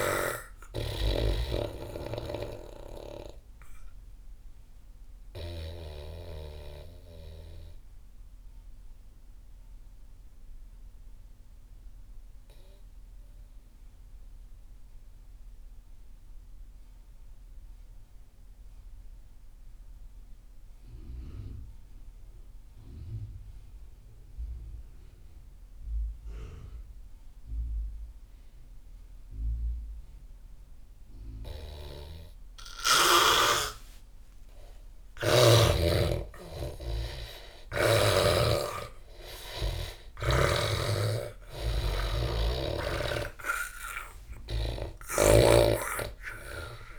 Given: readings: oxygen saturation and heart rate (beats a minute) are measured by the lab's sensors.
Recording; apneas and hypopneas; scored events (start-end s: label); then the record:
breathing in sleep by a room microphone; 1
0.00-12.50 s: oxygen desaturation (device-marked, oxygen 84% lowest)
1.00-6.00 s: snoring (device-marked)
4.50-33.50 s: obstructive apnea (oxygen 98% before, 80% lowest)
29.50-46.99 s: oxygen desaturation (device-marked, oxygen 98% before, 82% lowest)
34.00-38.50 s: arousal
40.50-45.00 s: snoring (device-marked)
From the record:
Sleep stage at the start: N2 (light sleep); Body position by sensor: on the back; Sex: male